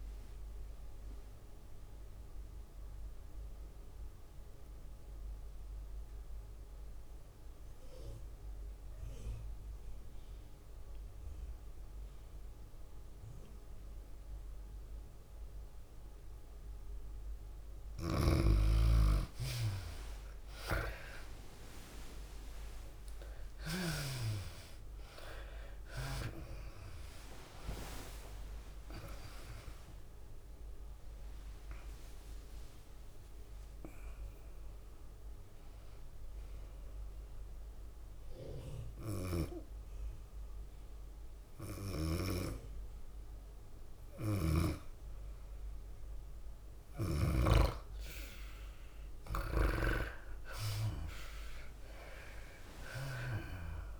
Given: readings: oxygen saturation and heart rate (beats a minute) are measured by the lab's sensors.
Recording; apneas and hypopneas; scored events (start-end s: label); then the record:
breathing in sleep by a room microphone; 2
0.00-1.00 s: long interval between heartbeats (device-marked, heart rate 81 extreme)
0.00-15.00 s: oxygen desaturation (device-marked, oxygen 80% lowest)
0.50-17.50 s: obstructive apnea (oxygen 96% before, 80% lowest)
3.00-14.00 s: drop in pulse transit time (device-marked)
4.00-10.00 s: bradycardia (device-marked)
10.00-22.00 s: tachycardia (device-marked, heart rate 104 before, 149 extreme)
11.50-13.50 s: long interval between heartbeats (device-marked, heart rate 79 before, 42 extreme)
13.50-15.50 s: long interval between heartbeats (device-marked, heart rate 70 before, 129 extreme)
17.00-19.00 s: long interval between heartbeats (device-marked, heart rate 75 before, 147 extreme)
19.00-21.00 s: long interval between heartbeats (device-marked, heart rate 82 before, 136 extreme)
21.00-43.00 s: oxygen desaturation (device-marked, oxygen 98% before, 84% lowest, heart rate 88 before, 88 extreme)
21.50-23.50 s: long interval between heartbeats (device-marked, heart rate 88 before, 132 extreme)
22.00-25.00 s: arousal
23.50-25.50 s: long interval between heartbeats (device-marked, heart rate 93 before, 120 extreme)
26.00-38.00 s: drop in pulse transit time (device-marked, heart rate 98 before, 88 extreme)
28.00-54.00 s: tachycardia (device-marked, heart rate 104 before, 109 extreme)
31.50-48.00 s: hypopnea (oxygen 98% before, 83% lowest, heart rate 113 before, 98 extreme, up 2 after)
51.00-54.00 s: arousal
From the record:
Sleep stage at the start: N2 (light sleep); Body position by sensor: on the back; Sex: female